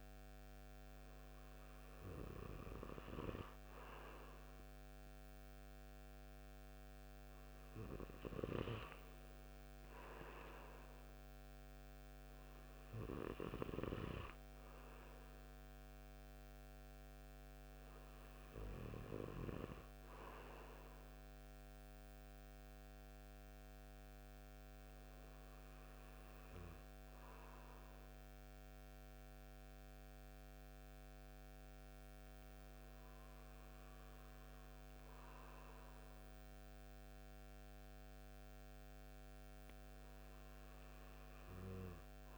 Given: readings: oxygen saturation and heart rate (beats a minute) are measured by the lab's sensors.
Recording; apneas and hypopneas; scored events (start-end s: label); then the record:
breathing in sleep by a microphone on the trachea; none
none scored
From the record:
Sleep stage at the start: N2 (light sleep); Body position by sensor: on the right side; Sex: male